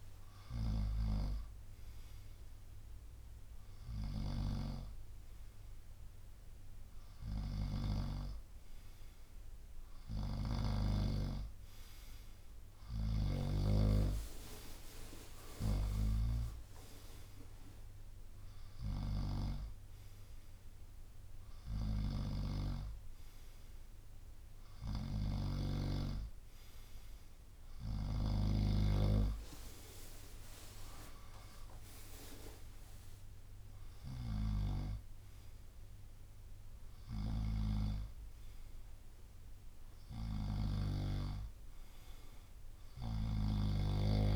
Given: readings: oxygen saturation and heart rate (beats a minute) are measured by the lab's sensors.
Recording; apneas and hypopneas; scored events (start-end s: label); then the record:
breathing in sleep by a room microphone; none
4.00-8.00 s: snoring (device-marked)
5.00-7.00 s: long interval between heartbeats (device-marked, heart rate 72 before, 67 extreme)
10.00-13.50 s: snoring (device-marked)
14.50-22.50 s: drop in pulse transit time (device-marked, heart rate 69 before, 70 extreme)
21.50-44.36 s: snoring (device-marked)
From the record:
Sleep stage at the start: N2 (light sleep); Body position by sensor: on the front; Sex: male